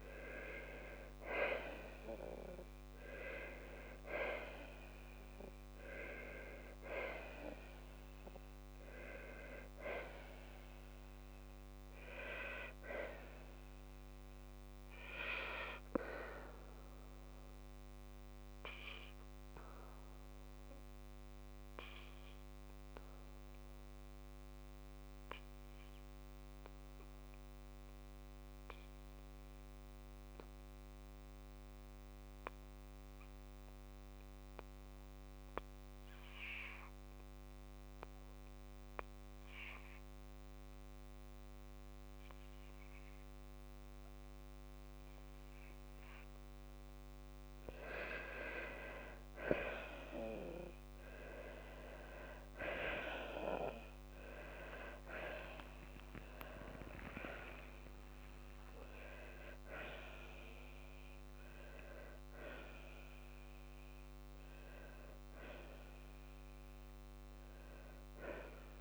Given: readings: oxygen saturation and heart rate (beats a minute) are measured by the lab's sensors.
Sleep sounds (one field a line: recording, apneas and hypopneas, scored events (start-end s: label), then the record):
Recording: breathing in sleep by a microphone on the trachea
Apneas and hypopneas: 1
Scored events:
1.00-3.00 s: long interval between heartbeats (device-marked, heart rate 62 before, 77 extreme)
3.50-5.50 s: long interval between heartbeats (device-marked, heart rate 65 before, 79 extreme)
8.00-11.50 s: arousal
25.50-27.50 s: long interval between heartbeats (device-marked, heart rate 64 before, 66 extreme)
25.50-36.50 s: oxygen desaturation (device-marked, oxygen 95% before, 92% lowest, heart rate 64 before, 56 extreme)
26.50-44.50 s: obstructive apnea (oxygen 95% before, 90% lowest, heart rate 63 before, 61 extreme, up 3 after)
33.00-35.00 s: long interval between heartbeats (device-marked, heart rate 61 before, 66 extreme)
36.50-38.50 s: long interval between heartbeats (device-marked, heart rate 62 before, 75 extreme)
38.50-40.50 s: long interval between heartbeats (device-marked, heart rate 64 before, 75 extreme)
42.50-44.50 s: long interval between heartbeats (device-marked, heart rate 67 before, 75 extreme)
46.00-48.00 s: long interval between heartbeats (device-marked, heart rate 70 before, 76 extreme)
53.50-58.00 s: arousal
55.00-57.00 s: long interval between heartbeats (device-marked, heart rate 72 before, 69 extreme)
55.50-57.50 s: tachycardia (device-marked, heart rate 64 before, 77 extreme)
58.50-60.50 s: long interval between heartbeats (device-marked, heart rate 73 before, 103 extreme)
From the record:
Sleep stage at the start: N2 (light sleep)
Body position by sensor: on the back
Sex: female